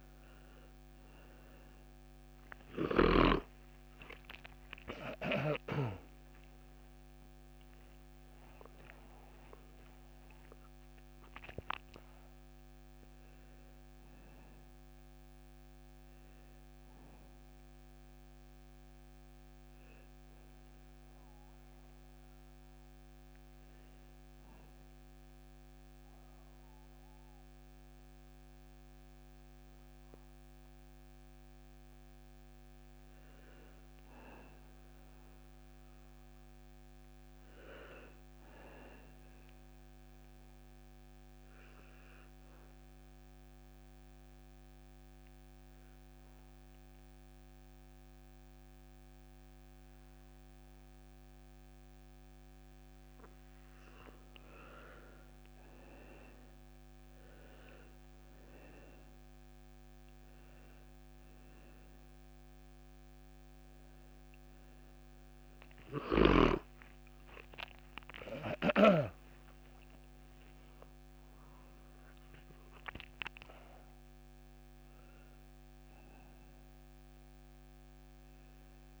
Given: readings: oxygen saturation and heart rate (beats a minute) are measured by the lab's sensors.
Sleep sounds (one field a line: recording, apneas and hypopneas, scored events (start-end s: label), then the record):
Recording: breathing in sleep by a microphone on the trachea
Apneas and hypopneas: 2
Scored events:
0.00-17.00 s: oxygen desaturation (device-marked, oxygen 91% lowest)
2.50-8.50 s: arousal
18.00-79.00 s: new sleep stage, N2 (light sleep)
19.50-32.00 s: hypopnea (oxygen 99% before, 91% lowest)
34.00-37.50 s: arousal
35.00-52.00 s: oxygen desaturation (device-marked, oxygen 98% before, 92% lowest)
40.50-52.50 s: obstructive apnea (oxygen 99% before, 90% lowest)
61.00-79.00 s: oxygen desaturation (device-marked, oxygen 97% before, 91% lowest)
64.50-69.50 s: arousal
From the record:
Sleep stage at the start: N1 (lightest sleep)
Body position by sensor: on the back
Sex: male